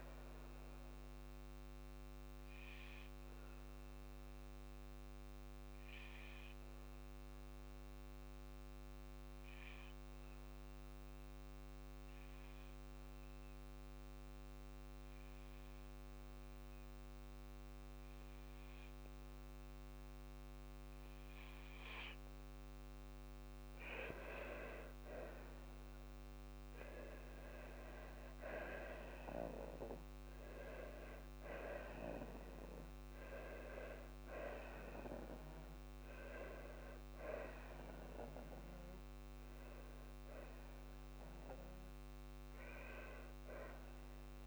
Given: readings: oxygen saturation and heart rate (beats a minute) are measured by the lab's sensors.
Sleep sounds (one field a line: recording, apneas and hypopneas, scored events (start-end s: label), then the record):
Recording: breathing in sleep by a microphone on the trachea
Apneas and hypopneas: 1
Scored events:
3.00-22.50 s: obstructive apnea (oxygen 97% before, 93% lowest, heart rate 57 before, 52 extreme, up 13 after)
16.00-28.00 s: oxygen desaturation (device-marked, oxygen 96% before, 93% lowest, heart rate 54 before, 53 extreme)
27.50-29.50 s: long interval between heartbeats (device-marked, heart rate 54 before, 63 extreme)
29.00-33.00 s: arousal
From the record:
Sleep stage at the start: N2 (light sleep)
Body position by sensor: on the back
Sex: female